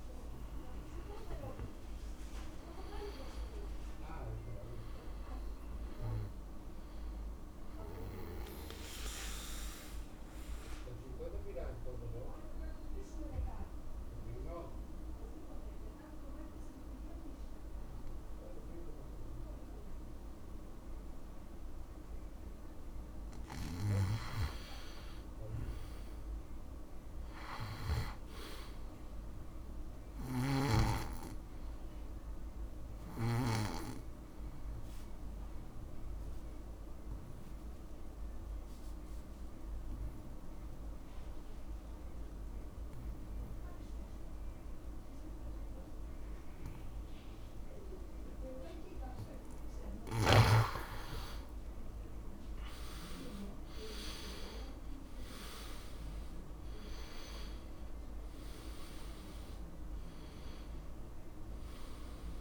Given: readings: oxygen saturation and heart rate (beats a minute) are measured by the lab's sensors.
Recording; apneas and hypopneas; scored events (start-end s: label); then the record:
breathing in sleep by a room microphone; 2
3.50-7.00 s: arousal
10.00-24.50 s: central apnea (oxygen 97% before, 87% lowest, heart rate 64 before, 61 extreme, up 0 after)
31.50-43.50 s: oxygen desaturation (device-marked, oxygen 99% before, 95% lowest, heart rate 65 before, 58 extreme)
35.00-50.00 s: obstructive apnea (oxygen 99% before, 87% lowest, heart rate 64 before, 58 extreme, up 11 after)
50.50-62.41 s: oxygen desaturation (device-marked, oxygen 98% before, 87% lowest, heart rate 66 before, 58 extreme)
51.50-55.00 s: arousal
From the record:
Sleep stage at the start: N2 (light sleep); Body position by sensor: on the back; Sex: male